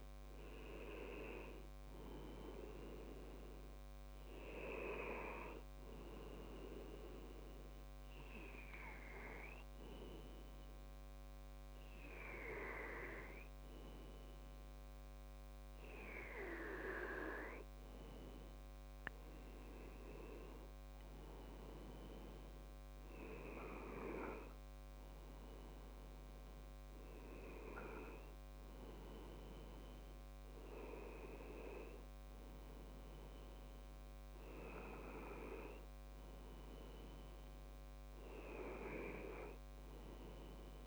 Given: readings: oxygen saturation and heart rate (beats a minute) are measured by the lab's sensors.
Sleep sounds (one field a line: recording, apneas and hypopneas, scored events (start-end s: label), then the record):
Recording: breathing in sleep by a microphone on the trachea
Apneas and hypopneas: none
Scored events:
30.50-34.00 s: arousal
35.50-40.87 s: new sleep stage, N2 (light sleep)
From the record:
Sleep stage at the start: N1 (lightest sleep)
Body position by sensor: on the back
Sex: male